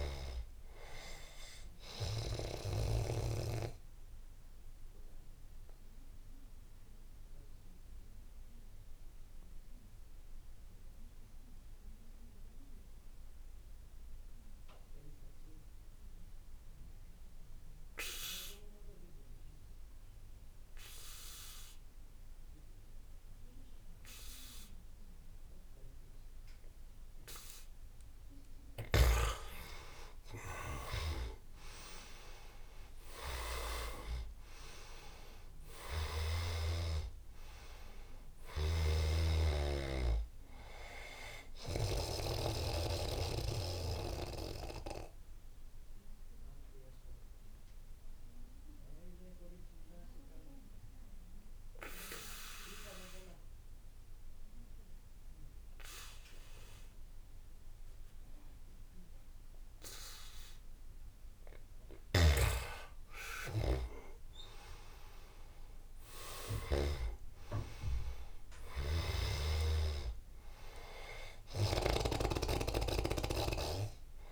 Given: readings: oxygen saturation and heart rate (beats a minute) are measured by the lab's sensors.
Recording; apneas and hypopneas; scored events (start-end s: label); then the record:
breathing in sleep by a room microphone; 2
0.00-13.50 s: oxygen desaturation (device-marked, oxygen 84% lowest, heart rate 69 extreme)
4.00-28.00 s: obstructive apnea (oxygen 99% before, 84% lowest, heart rate 80 before, 69 extreme, up 14 after)
25.50-54.50 s: oxygen desaturation (device-marked, oxygen 99% before, 85% lowest, heart rate 77 before, 75 extreme)
30.00-35.50 s: arousal
42.00-61.50 s: obstructive apnea (oxygen 99% before, 84% lowest, heart rate 77 before, 75 extreme, up 11 after)
63.50-68.00 s: arousal
68.50-74.32 s: oxygen desaturation (device-marked, oxygen 99% before, 90% lowest, heart rate 80 before, 69 extreme)
From the record:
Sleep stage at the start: N2 (light sleep); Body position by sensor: on the back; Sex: male